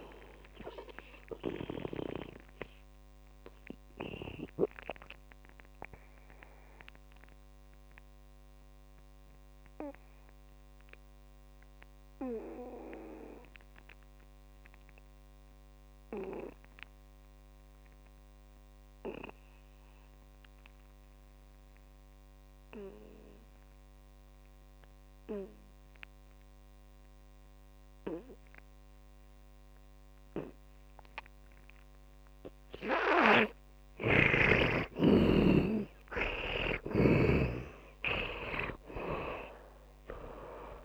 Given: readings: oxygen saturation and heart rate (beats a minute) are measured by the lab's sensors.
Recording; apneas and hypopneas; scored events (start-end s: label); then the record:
breathing in sleep by a microphone on the trachea; 1
0.00-20.50 s: oxygen desaturation (device-marked, oxygen 79% lowest)
3.00-33.00 s: mixed apnea (oxygen 100% before, 77% lowest)
27.50-34.50 s: oxygen desaturation (device-marked, oxygen 100% before, 95% lowest)
34.50-38.50 s: arousal
36.50-40.85 s: oxygen desaturation (device-marked, oxygen 99% before, 77% lowest)
37.00-40.85 s: snoring (device-marked)
From the record:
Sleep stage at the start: N2 (light sleep); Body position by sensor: on the back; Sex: male